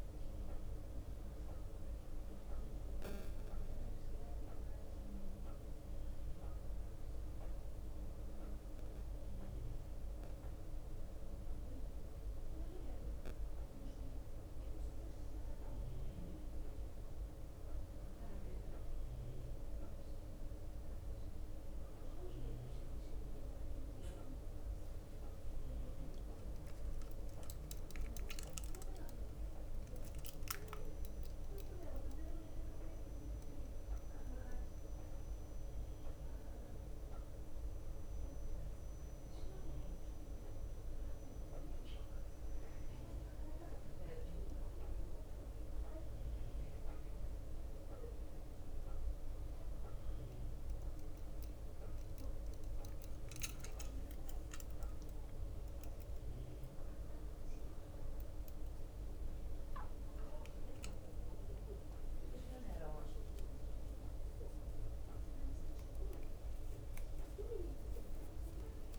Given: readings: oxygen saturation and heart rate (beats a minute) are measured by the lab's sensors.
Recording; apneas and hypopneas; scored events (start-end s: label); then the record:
breathing in sleep, hard to hear, by a room microphone; 1
25.00-28.50 s: arousal
32.50-34.50 s: long interval between heartbeats (device-marked, heart rate 61 before, 74 extreme)
33.00-51.50 s: obstructive apnea (oxygen 95% before, 91% lowest, heart rate 61 before, 60 extreme, up 1 after)
60.50-62.50 s: long interval between heartbeats (device-marked, heart rate 60 before, 70 extreme)
67.50-68.99 s: long interval between heartbeats (device-marked, heart rate 65 before, 83 extreme)
From the record:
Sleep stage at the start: N1 (lightest sleep); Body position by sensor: on the back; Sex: male